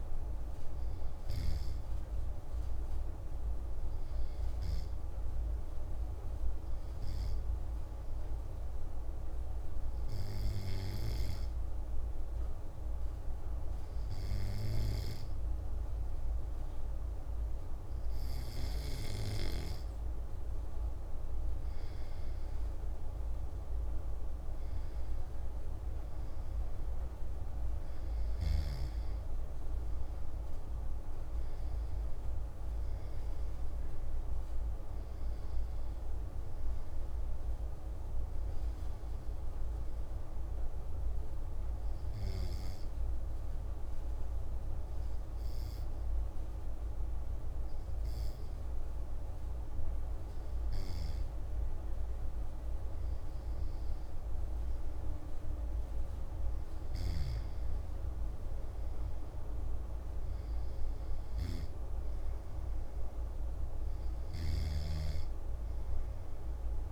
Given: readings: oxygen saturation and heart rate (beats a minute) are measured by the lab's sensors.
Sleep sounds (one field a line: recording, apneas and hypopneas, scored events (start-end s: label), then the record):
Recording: breathing in sleep, hard to hear, by a room microphone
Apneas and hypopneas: 2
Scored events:
1.50-19.50 s: hypopnea (oxygen 96% before, 94% lowest, heart rate 36 before, 54 extreme, up 39 after)
23.50-27.00 s: arousal
38.50-52.50 s: hypopnea (oxygen 97% before, 94% lowest, heart rate 126 before, 108 extreme)
53.50-56.50 s: arousal
64.00-66.92 s: snoring (device-marked)
From the record:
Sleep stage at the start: N2 (light sleep)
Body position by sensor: on the back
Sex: male